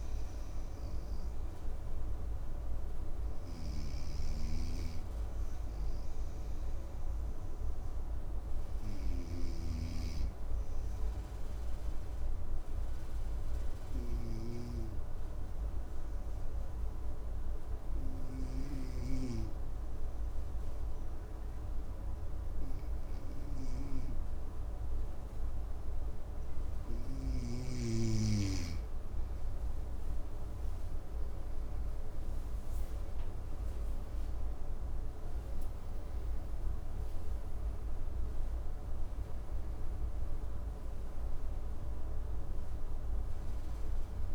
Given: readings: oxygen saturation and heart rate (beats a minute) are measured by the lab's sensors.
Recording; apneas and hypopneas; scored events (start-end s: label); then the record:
breathing in sleep by a room microphone; 1
0.00-9.00 s: snoring (device-marked)
7.50-24.50 s: obstructive apnea (oxygen 98% before, 94% lowest, heart rate 60 before, 56 extreme, up 5 after)
30.00-34.50 s: arousal
From the record:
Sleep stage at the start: N2 (light sleep); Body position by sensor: on the right side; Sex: male